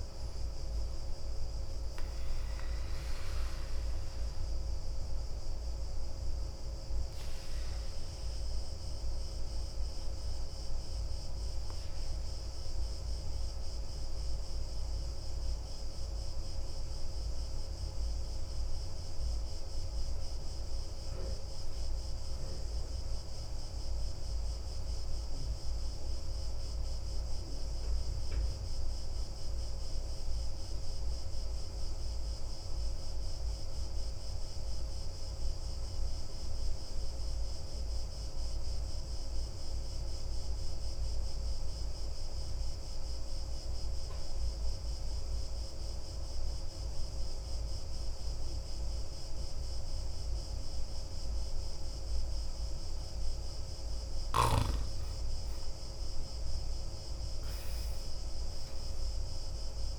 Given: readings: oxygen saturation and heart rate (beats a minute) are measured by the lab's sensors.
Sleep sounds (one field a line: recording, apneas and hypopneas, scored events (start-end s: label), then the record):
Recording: breathing in sleep, hard to hear, by a room microphone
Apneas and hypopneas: 1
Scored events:
0.00-3.50 s: oxygen desaturation (device-marked, oxygen 91% lowest, heart rate 33 extreme)
2.50-53.50 s: obstructive apnea (oxygen 96% before, 85% lowest, heart rate 43 before, 34 extreme, up 6 after)
5.50-22.50 s: oxygen desaturation (device-marked, oxygen 93% before, 90% lowest, heart rate 41 before, 34 extreme)
37.50-59.98 s: oxygen desaturation (device-marked, oxygen 97% before, 85% lowest, heart rate 41 before, 34 extreme)
55.00-59.50 s: arousal
From the record:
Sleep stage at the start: N2 (light sleep)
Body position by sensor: on the back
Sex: male